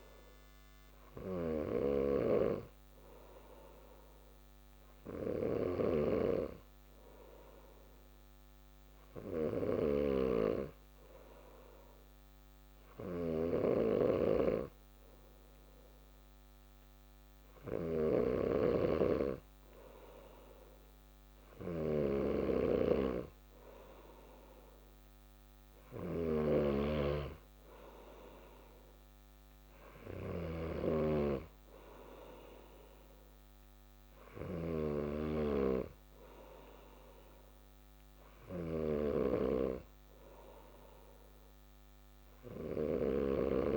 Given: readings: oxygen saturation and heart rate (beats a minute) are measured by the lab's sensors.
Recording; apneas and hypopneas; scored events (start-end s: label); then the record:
breathing in sleep by a microphone on the trachea; none
0.00-38.50 s: snoring (device-marked)
From the record:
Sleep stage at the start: N2 (light sleep); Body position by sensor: on the back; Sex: male